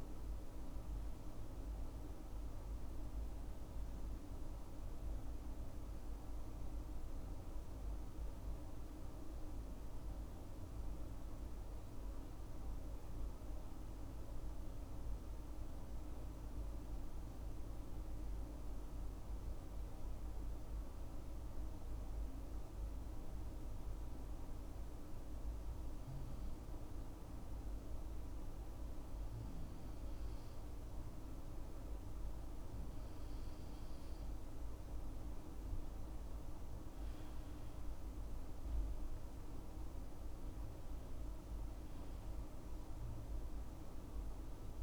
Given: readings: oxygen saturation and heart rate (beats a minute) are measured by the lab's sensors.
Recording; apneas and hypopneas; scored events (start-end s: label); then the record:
breathing in sleep, hard to hear, by a room microphone; 1
0.00-21.50 s: oxygen desaturation (device-marked, oxygen 94% lowest, heart rate 63 extreme)
5.00-28.50 s: obstructive apnea (oxygen 97% before, 93% lowest, heart rate 71 before, 63 extreme, up 5 after)
30.50-44.83 s: oxygen desaturation (device-marked, oxygen 98% before, 93% lowest, heart rate 68 before, 64 extreme)
36.50-40.50 s: arousal
From the record:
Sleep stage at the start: N2 (light sleep); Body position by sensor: on the left side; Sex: male